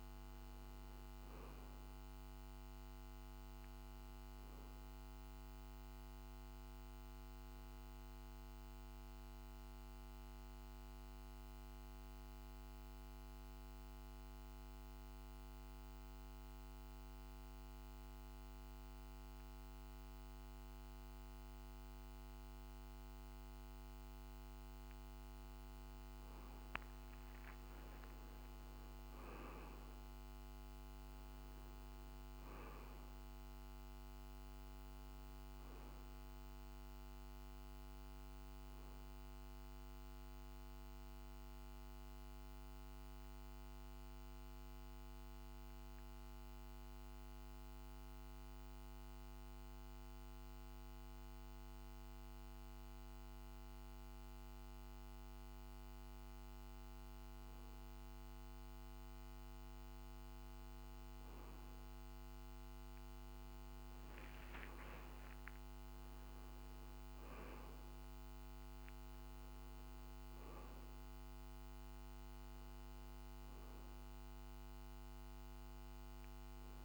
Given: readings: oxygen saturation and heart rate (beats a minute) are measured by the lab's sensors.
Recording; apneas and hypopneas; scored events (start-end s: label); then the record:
breathing in sleep, hard to hear, by a microphone on the trachea; 2
0.00-9.50 s: oxygen desaturation (device-marked, oxygen 94% lowest, heart rate 48 extreme)
10.50-25.50 s: mixed apnea (oxygen 97% before, 94% lowest, heart rate 51 before, 48 extreme, up 14 after)
28.00-32.50 s: arousal
41.00-57.50 s: obstructive apnea (oxygen 97% before, 94% lowest, heart rate 54 before, 48 extreme, up 1 after)
59.50-64.00 s: arousal
From the record:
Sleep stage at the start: N2 (light sleep); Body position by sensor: on the back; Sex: male